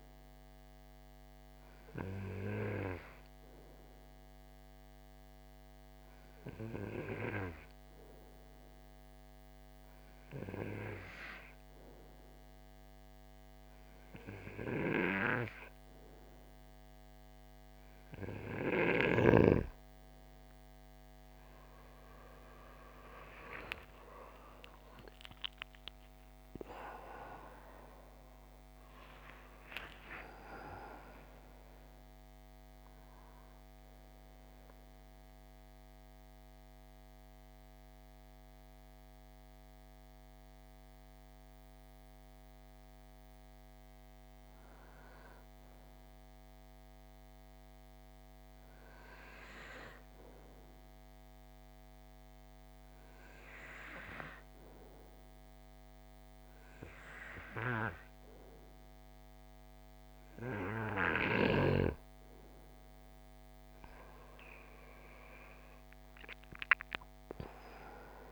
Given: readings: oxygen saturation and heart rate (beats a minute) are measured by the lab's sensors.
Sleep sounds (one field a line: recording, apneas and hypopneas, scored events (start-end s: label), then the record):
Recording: breathing in sleep by a microphone on the trachea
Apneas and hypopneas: 2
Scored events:
0.00-12.50 s: oxygen desaturation (device-marked, oxygen 92% lowest, heart rate 57 extreme)
2.00-16.00 s: obstructive apnea (oxygen 97% before, 91% lowest, heart rate 56 before, 57 extreme, up 18 after)
23.50-28.50 s: arousal
48.50-62.00 s: hypopnea (oxygen 93% before, 91% lowest, heart rate 66 before, 53 extreme, up 15 after)
65.50-68.32 s: arousal
From the record:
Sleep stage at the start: N2 (light sleep)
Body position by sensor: on the right side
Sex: male